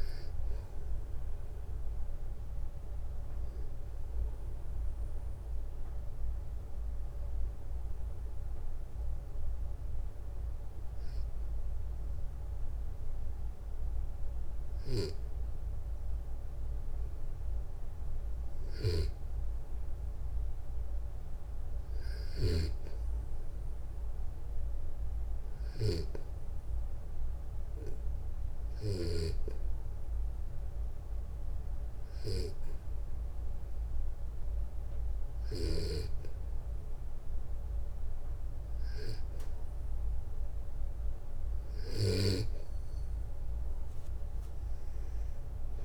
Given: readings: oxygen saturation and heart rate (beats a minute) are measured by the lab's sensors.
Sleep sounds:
breathing in sleep by a room microphone; 2
4.50-17.00 s: obstructive apnea (oxygen 96% before, 92% lowest, heart rate 69 before, 60 extreme, up 6 after)
14.00-28.50 s: snoring (device-marked)
19.50-22.00 s: arousal
25.50-38.00 s: hypopnea (oxygen 97% before, 91% lowest, heart rate 63 before, 60 extreme, up 4 after)
From the record:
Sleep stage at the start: N2 (light sleep); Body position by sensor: on the back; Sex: male

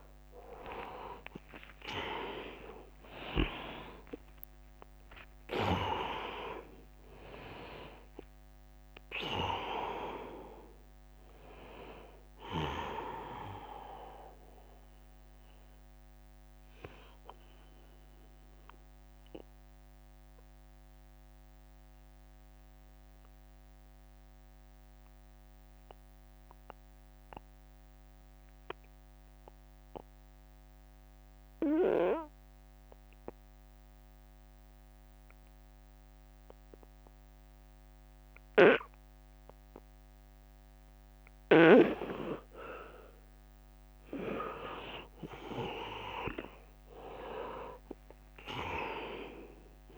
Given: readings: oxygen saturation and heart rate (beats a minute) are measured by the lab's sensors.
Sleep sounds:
breathing in sleep by a microphone on the trachea; 1
0.00-5.00 s: arousal
0.00-26.50 s: oxygen desaturation (device-marked, oxygen 82% lowest, heart rate 72 extreme)
1.50-15.50 s: drop in pulse transit time (device-marked, heart rate 73 before, 75 extreme)
4.00-6.00 s: long interval between heartbeats (device-marked, heart rate 74 before, 83 extreme)
16.00-40.50 s: mixed apnea (oxygen 100% before, 81% lowest, heart rate 84 before, 71 extreme, up 13 after)
43.00-46.00 s: arousal
43.50-49.98 s: oxygen desaturation (device-marked, oxygen 100% before, 81% lowest, heart rate 78 before, 70 extreme)
46.50-49.98 s: drop in pulse transit time (device-marked, heart rate 79 before, 81 extreme)
From the record:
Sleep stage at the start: N2 (light sleep); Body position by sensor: on the back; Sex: male

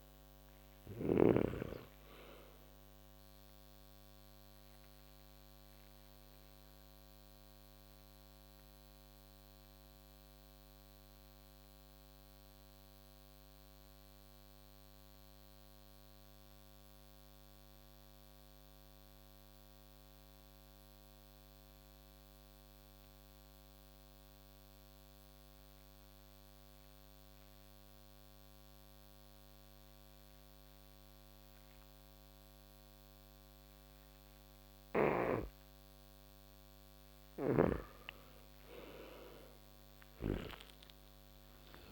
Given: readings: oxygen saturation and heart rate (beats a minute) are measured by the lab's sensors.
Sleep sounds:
breathing in sleep by a microphone on the trachea; 1
0.00-22.00 s: oxygen desaturation (device-marked, oxygen 79% lowest)
4.50-36.00 s: mixed apnea (oxygen 98% before, 79% lowest)
35.00-41.92 s: oxygen desaturation (device-marked, oxygen 98% before, 80% lowest)
36.50-41.92 s: snoring (device-marked)
38.50-41.92 s: arousal
From the record:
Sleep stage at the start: N2 (light sleep); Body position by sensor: on the back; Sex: male

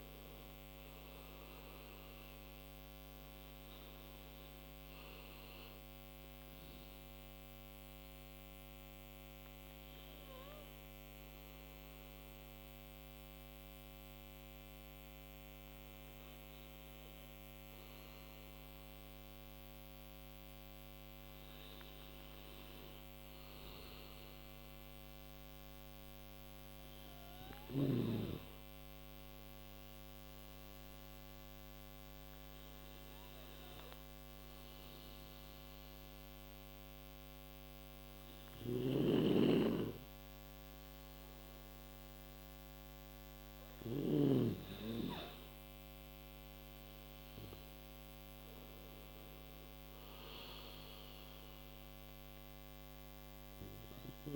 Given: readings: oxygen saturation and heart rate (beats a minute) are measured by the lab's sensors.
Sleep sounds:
breathing in sleep by a microphone on the trachea; 1
2.00-18.00 s: oxygen desaturation (device-marked, oxygen 94% before, 90% lowest, heart rate 63 before, 39 extreme)
5.50-42.50 s: obstructive apnea (oxygen 95% before, 89% lowest, heart rate 64 before, 39 extreme, up 42 after)
44.00-46.50 s: arousal
From the record:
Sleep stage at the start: N2 (light sleep); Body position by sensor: on the right side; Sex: male

